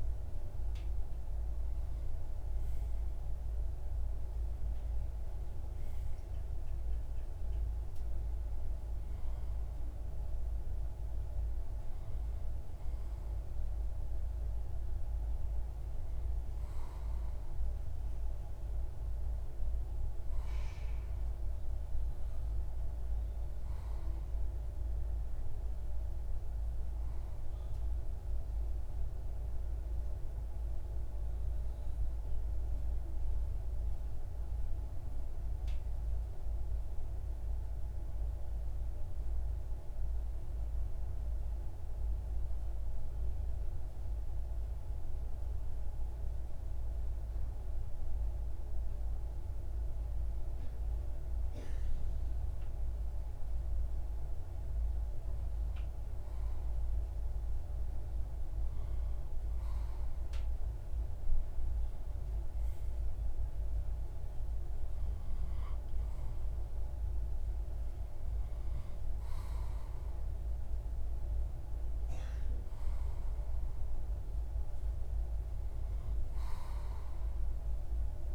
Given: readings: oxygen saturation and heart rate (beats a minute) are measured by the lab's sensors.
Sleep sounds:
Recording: breathing in sleep, hard to hear, by a room microphone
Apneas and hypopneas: 1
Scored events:
29.50-59.50 s: hypopnea (oxygen 96% before, 94% lowest)
76.00-78.35 s: arousal
From the record:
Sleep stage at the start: REM sleep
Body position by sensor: on the left side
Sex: male

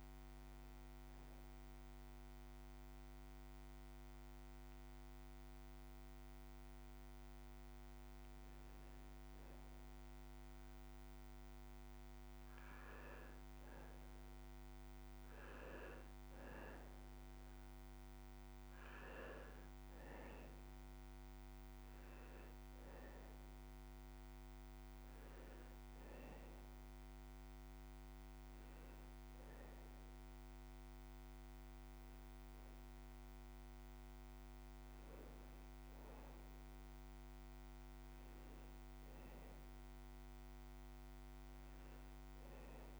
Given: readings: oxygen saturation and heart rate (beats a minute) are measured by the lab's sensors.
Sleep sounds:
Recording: breathing in sleep, hard to hear, by a microphone on the trachea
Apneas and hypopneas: 1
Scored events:
0.50-11.00 s: obstructive apnea (oxygen 98% before, 90% lowest)
11.00-24.00 s: oxygen desaturation (device-marked, oxygen 97% before, 92% lowest)
14.00-42.99 s: new sleep stage, N2 (light sleep)
38.00-42.00 s: arousal
From the record:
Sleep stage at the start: N1 (lightest sleep)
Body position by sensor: on the back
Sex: male

